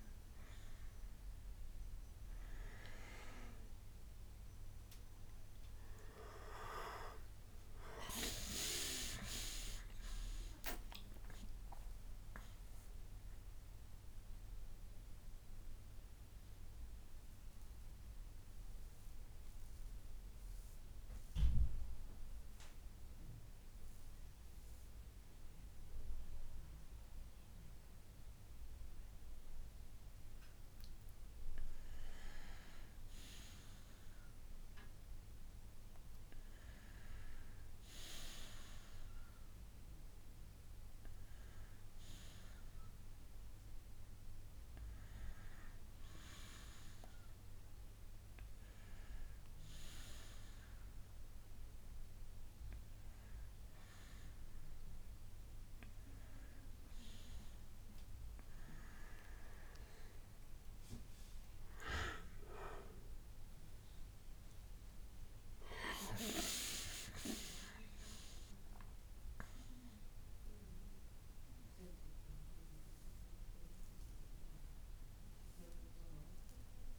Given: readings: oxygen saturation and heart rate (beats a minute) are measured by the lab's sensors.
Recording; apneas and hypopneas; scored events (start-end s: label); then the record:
breathing in sleep by a room microphone; 1
5.00-9.50 s: arousal
16.00-30.00 s: central apnea (oxygen 94% before, 91% lowest, heart rate 71 before, 58 extreme, up 6 after)
28.50-33.50 s: bradycardia (device-marked, heart rate 69 before, 58 extreme)
32.00-35.50 s: arousal
40.50-52.50 s: oxygen desaturation (device-marked, oxygen 96% before, 91% lowest, heart rate 63 before, 59 extreme)
61.00-64.50 s: arousal
From the record:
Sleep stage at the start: N2 (light sleep); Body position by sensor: on the back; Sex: male